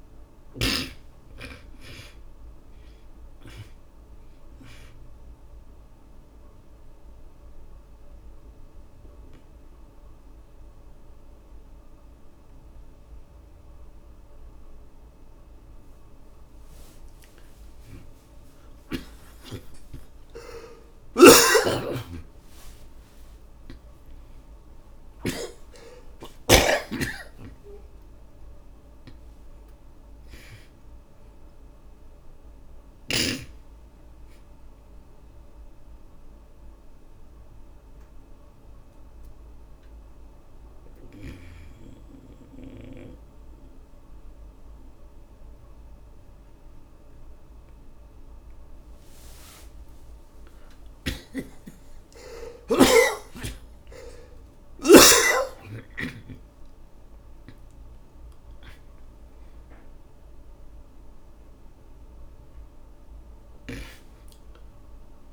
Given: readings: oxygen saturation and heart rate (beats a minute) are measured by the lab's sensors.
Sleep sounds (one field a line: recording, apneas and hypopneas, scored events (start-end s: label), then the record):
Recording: breathing in sleep by a room microphone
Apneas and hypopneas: 2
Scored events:
2.50-17.50 s: oxygen desaturation (device-marked, oxygen 88% before, 79% lowest, heart rate 69 before, 54 extreme)
6.00-17.00 s: obstructive apnea (oxygen 93% before, 77% lowest, heart rate 69 before, 54 extreme, up 35 after)
19.00-26.00 s: arousal
21.00-25.50 s: snoring (device-marked)
36.50-47.50 s: obstructive apnea (oxygen 96% before, 77% lowest, heart rate 85 before, 49 extreme, up 27 after)
38.50-50.50 s: oxygen desaturation (device-marked, oxygen 94% before, 83% lowest, heart rate 86 before, 49 extreme)
51.00-55.50 s: snoring (device-marked)
52.50-57.50 s: arousal
From the record:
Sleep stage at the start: N2 (light sleep)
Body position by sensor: on the back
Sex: male